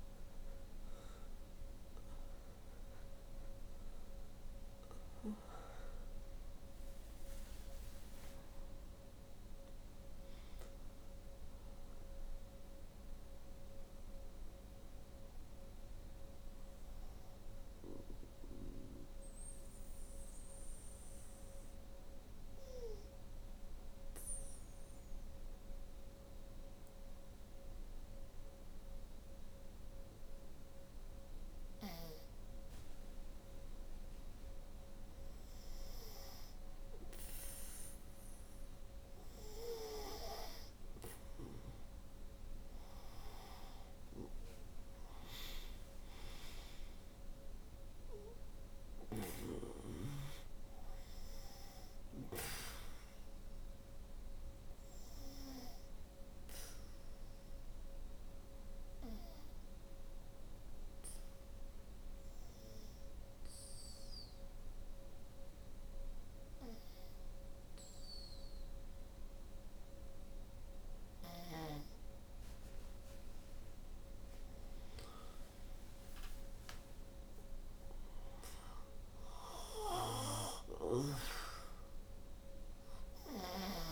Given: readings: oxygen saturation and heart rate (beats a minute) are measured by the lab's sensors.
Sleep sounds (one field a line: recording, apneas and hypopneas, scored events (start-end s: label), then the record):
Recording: breathing in sleep by a room microphone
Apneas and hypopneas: 2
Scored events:
1.50-33.50 s: oxygen desaturation (device-marked, oxygen 95% before, 75% lowest, heart rate 66 before, 54 extreme)
12.00-35.00 s: obstructive apnea (oxygen 96% before, 75% lowest, heart rate 70 before, 53 extreme, up 7 after)
38.00-42.50 s: arousal
44.50-74.50 s: oxygen desaturation (device-marked, oxygen 98% before, 85% lowest, heart rate 59 before, 53 extreme)
48.00-51.50 s: snoring (device-marked)
54.50-72.00 s: obstructive apnea (oxygen 98% before, 85% lowest, heart rate 61 before, 53 extreme, up 9 after)
74.00-77.50 s: arousal
82.00-83.92 s: snoring (device-marked)
From the record:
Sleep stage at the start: N2 (light sleep)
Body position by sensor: on the back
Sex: female